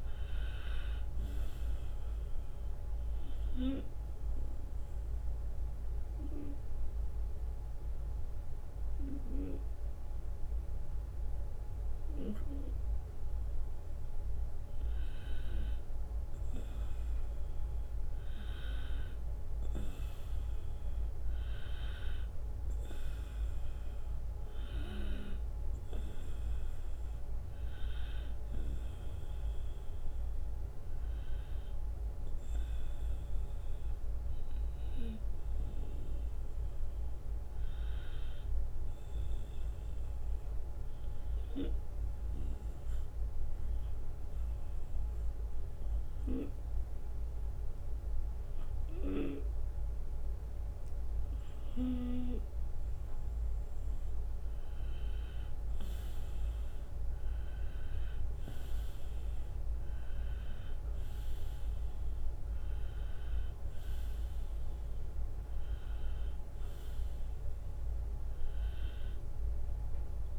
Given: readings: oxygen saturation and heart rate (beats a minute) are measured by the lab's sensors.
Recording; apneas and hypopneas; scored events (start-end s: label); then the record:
breathing in sleep by a room microphone; 2
0.50-13.50 s: oxygen desaturation (device-marked, oxygen 94% before, 90% lowest)
2.50-15.50 s: obstructive apnea (oxygen 94% before, 90% lowest)
18.00-22.50 s: arousal
42.50-53.50 s: obstructive apnea (oxygen 94% before, 90% lowest)
55.00-60.00 s: arousal
58.50-60.50 s: long interval between heartbeats (device-marked)
58.50-70.39 s: oxygen desaturation (device-marked, oxygen 94% before, 90% lowest)
From the record:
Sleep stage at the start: N2 (light sleep); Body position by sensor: on the right side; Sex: male